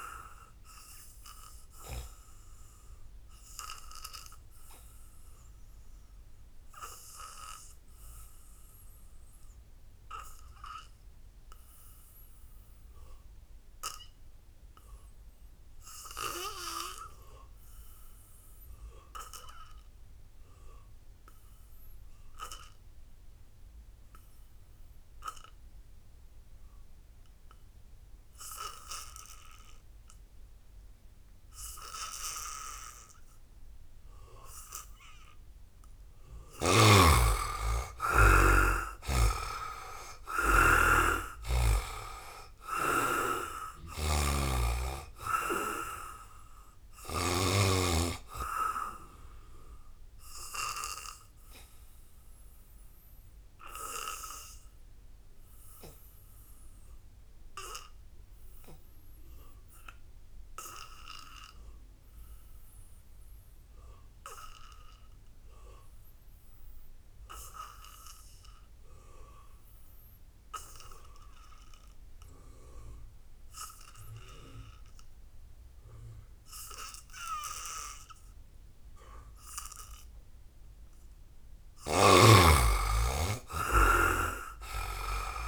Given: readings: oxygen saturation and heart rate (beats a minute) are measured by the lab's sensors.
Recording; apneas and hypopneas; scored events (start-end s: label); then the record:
breathing in sleep by a room microphone; 2
0.00-16.00 s: oxygen desaturation (device-marked, oxygen 71% lowest, heart rate 58 extreme)
1.00-34.00 s: obstructive apnea (oxygen 98% before, 70% lowest, heart rate 69 before, 58 extreme, up 10 after)
21.00-60.00 s: oxygen desaturation (device-marked, oxygen 98% before, 70% lowest, heart rate 81 before, 58 extreme)
36.50-40.50 s: arousal
43.50-47.00 s: snoring (device-marked)
49.00-80.00 s: obstructive apnea (oxygen 98% before, 70% lowest, heart rate 68 before, 63 extreme, up 1 after)
72.00-85.48 s: oxygen desaturation (device-marked, oxygen 98% before, 71% lowest, heart rate 78 before, 63 extreme)
81.50-85.48 s: snoring (device-marked)
82.50-85.48 s: arousal
From the record:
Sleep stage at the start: N2 (light sleep); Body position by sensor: on the back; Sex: male